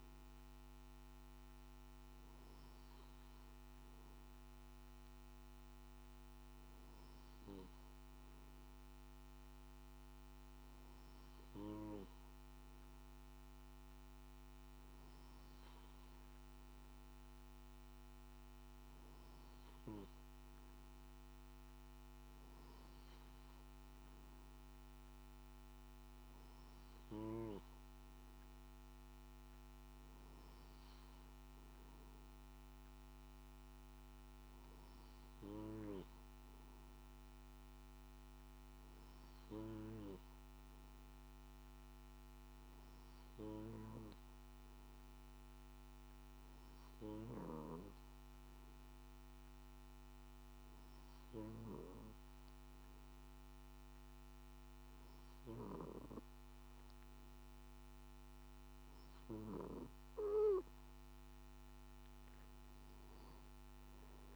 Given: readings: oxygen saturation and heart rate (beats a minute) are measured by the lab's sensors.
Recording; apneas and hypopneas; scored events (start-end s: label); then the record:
breathing in sleep by a microphone on the trachea; none
0.00-11.00 s: oxygen desaturation (device-marked, oxygen 93% lowest, heart rate 52 extreme)
From the record:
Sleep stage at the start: N1 (lightest sleep); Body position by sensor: on the back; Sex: male